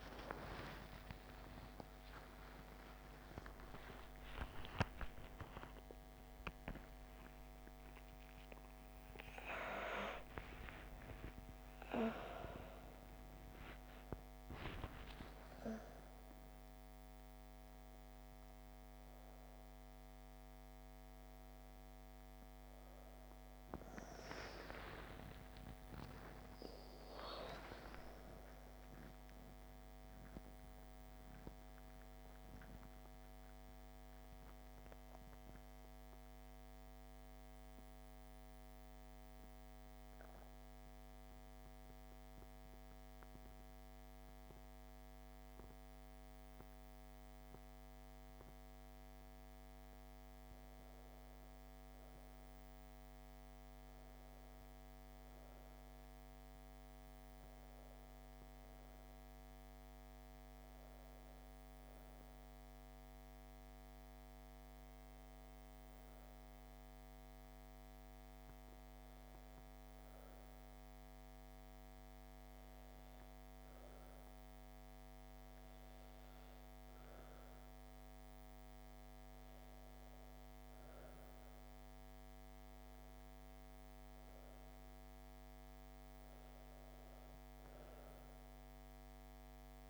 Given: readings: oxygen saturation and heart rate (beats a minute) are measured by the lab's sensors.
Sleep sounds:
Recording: a person partly awake in a sleep study, by a microphone on the trachea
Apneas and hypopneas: 2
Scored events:
15.00-45.00 s: new sleep stage, N1 (lightest sleep)
35.50-50.00 s: central apnea (oxygen 98% before, 93% lowest)
45.00-89.89 s: new sleep stage, N2 (light sleep)
52.00-56.00 s: arousal
56.00-68.00 s: oxygen desaturation (device-marked, oxygen 99% before, 95% lowest, heart rate 77 before, 29 extreme)
64.00-77.50 s: hypopnea (oxygen 99% before, 93% lowest, heart rate 76 before, 27 extreme)
80.00-84.50 s: arousal
From the record:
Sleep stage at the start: awake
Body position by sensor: on the back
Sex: female

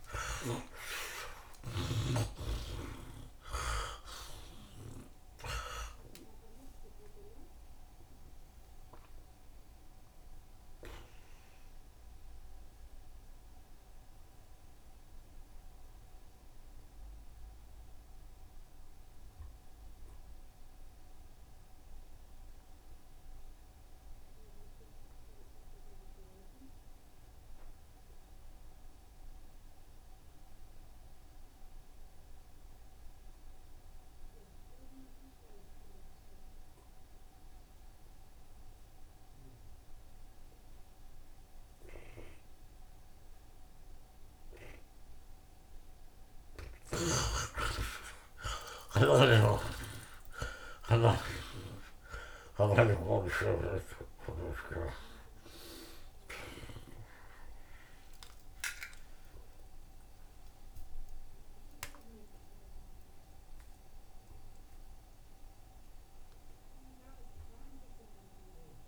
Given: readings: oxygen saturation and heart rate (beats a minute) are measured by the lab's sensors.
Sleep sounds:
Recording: breathing in sleep by a room microphone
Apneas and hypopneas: 1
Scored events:
0.00-3.50 s: arousal
0.00-6.00 s: tachycardia (device-marked, heart rate 139 extreme)
0.00-21.00 s: oxygen desaturation (device-marked, oxygen 51% lowest)
1.00-3.00 s: long interval between heartbeats (device-marked, heart rate 80 before, 109 extreme)
4.50-6.50 s: long interval between heartbeats (device-marked, heart rate 86 before, 137 extreme)
6.00-22.00 s: bradycardia (device-marked)
9.50-45.00 s: mixed apnea (oxygen 85% before, 50% lowest)
19.50-21.50 s: long interval between heartbeats (device-marked, heart rate 78 before, 28 extreme)
23.00-68.88 s: oxygen desaturation (device-marked, oxygen 82% before, 50% lowest, heart rate 63 before, 29 extreme)
28.00-30.00 s: long interval between heartbeats (device-marked, heart rate 44 before, 65 extreme)
29.00-32.00 s: bradycardia (device-marked, heart rate 84 before, 65 extreme)
30.00-32.00 s: long interval between heartbeats (device-marked, heart rate 41 before, 65 extreme)
45.50-47.50 s: long interval between heartbeats (device-marked, heart rate 69 before, 78 extreme)
47.50-49.50 s: long interval between heartbeats (device-marked, heart rate 70 before, 69 extreme)
47.50-53.00 s: arousal
49.00-68.88 s: bradycardia (device-marked, heart rate 84 before, 29 extreme)
49.50-53.50 s: snoring (device-marked)
52.50-54.50 s: long interval between heartbeats (device-marked, heart rate 71 before, 54 extreme)
56.00-58.00 s: long interval between heartbeats (device-marked, heart rate 69 before, 34 extreme)
60.50-62.50 s: long interval between heartbeats (device-marked, heart rate 61 before, 45 extreme)
64.00-66.00 s: long interval between heartbeats (device-marked, heart rate 55 before, 52 extreme)
66.50-68.50 s: long interval between heartbeats (device-marked, heart rate 53 before, 49 extreme)
From the record:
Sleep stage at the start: N2 (light sleep)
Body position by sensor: on the right side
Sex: male

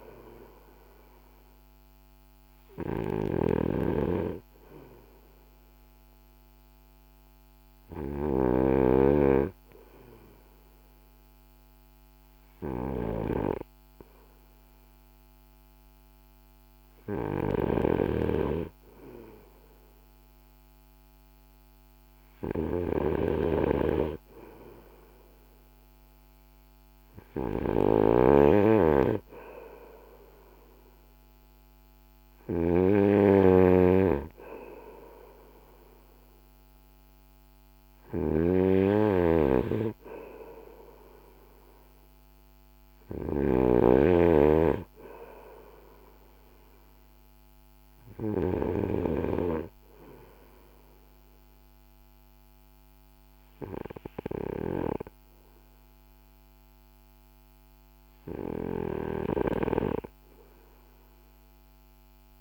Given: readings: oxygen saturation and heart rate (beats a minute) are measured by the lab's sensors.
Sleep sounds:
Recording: breathing in sleep by a microphone on the trachea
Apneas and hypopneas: none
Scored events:
0.00-8.00 s: snoring (device-marked)
0.50-20.50 s: oxygen desaturation (device-marked, oxygen 95% before, 92% lowest, heart rate 56 before, 40 extreme)
16.50-22.50 s: snoring (device-marked)
32.50-42.50 s: snoring (device-marked)
From the record:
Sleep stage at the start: N2 (light sleep)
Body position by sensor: on the right side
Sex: male

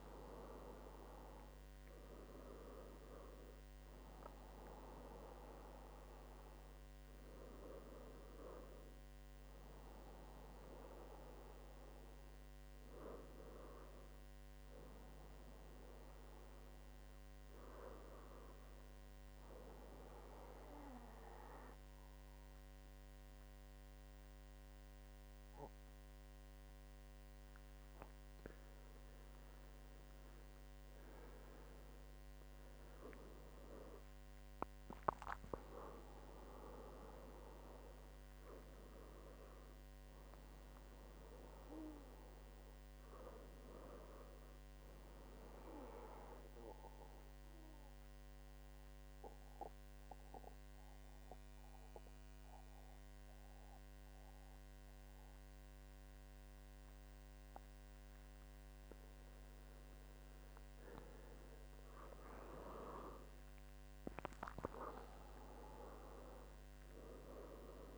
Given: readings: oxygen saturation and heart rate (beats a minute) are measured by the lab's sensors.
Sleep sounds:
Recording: breathing in sleep by a microphone on the trachea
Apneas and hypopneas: 2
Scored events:
0.00-10.50 s: oxygen desaturation (device-marked, oxygen 94% lowest, heart rate 73 extreme)
20.00-32.50 s: mixed apnea (oxygen 97% before, 94% lowest, heart rate 79 before, 73 extreme, up 9 after)
34.00-36.50 s: arousal
46.50-61.50 s: mixed apnea (oxygen 97% before, 94% lowest, heart rate 78 before, 73 extreme, up 9 after)
61.50-67.98 s: oxygen desaturation (device-marked, oxygen 97% before, 94% lowest, heart rate 76 before, 72 extreme)
63.00-66.50 s: arousal
From the record:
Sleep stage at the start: N2 (light sleep)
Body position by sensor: on the back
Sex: male

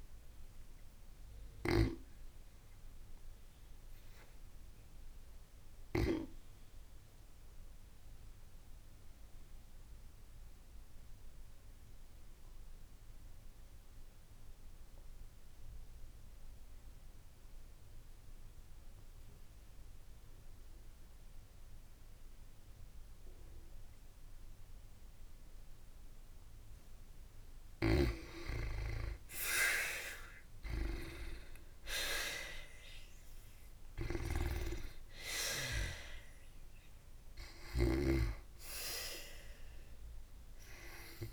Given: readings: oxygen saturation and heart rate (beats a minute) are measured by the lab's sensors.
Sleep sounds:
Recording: breathing in sleep by a room microphone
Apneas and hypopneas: 1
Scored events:
7.00-26.50 s: obstructive apnea (oxygen 95% before, 86% lowest, heart rate 59 before, 52 extreme, up 28 after)
28.50-33.00 s: arousal
29.50-41.33 s: oxygen desaturation (device-marked, oxygen 94% before, 86% lowest, heart rate 54 before, 54 extreme)
From the record:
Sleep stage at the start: N2 (light sleep)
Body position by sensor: on the back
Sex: female

